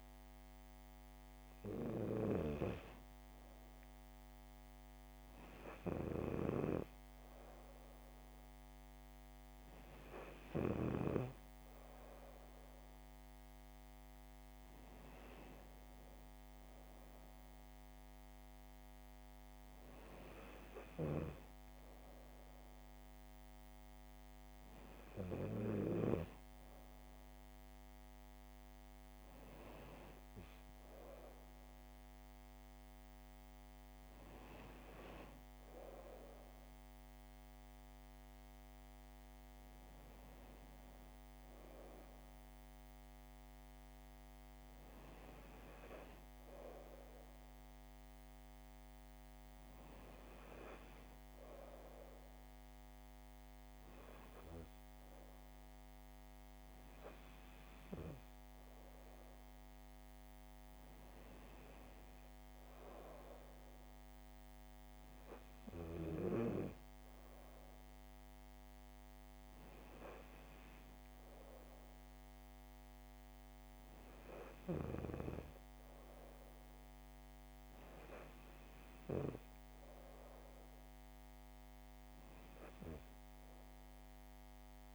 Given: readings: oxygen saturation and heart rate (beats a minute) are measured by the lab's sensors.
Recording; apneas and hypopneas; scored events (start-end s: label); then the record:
breathing in sleep by a microphone on the trachea; none
none scored
From the record:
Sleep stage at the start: N2 (light sleep); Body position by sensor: on the back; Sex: female